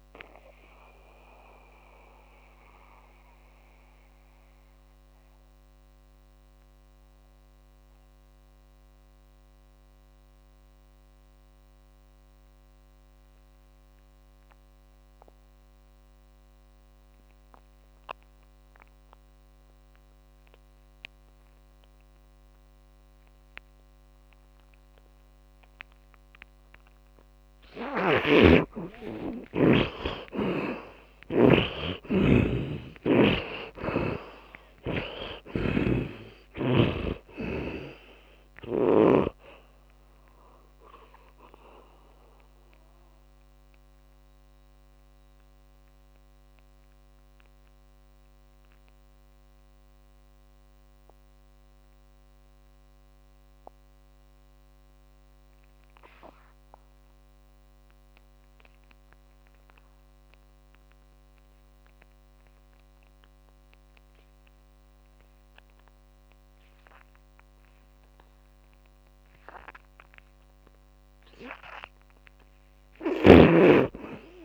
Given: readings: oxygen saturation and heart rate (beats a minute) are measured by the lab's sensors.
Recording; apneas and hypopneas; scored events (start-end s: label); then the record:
breathing in sleep by a microphone on the trachea; 2
0.00-15.50 s: oxygen desaturation (device-marked, oxygen 77% lowest)
2.00-26.50 s: mixed apnea (oxygen 100% before, 77% lowest)
22.50-60.50 s: oxygen desaturation (device-marked, oxygen 100% before, 78% lowest)
29.00-33.00 s: arousal
35.50-39.50 s: snoring (device-marked)
35.50-74.45 s: tachycardia (device-marked, heart rate 32 before, 213 extreme)
43.50-68.00 s: mixed apnea (oxygen 100% before, 77% lowest, heart rate 58 before, 156 extreme, up 18 after)
From the record:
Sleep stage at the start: N2 (light sleep); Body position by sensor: on the back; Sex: male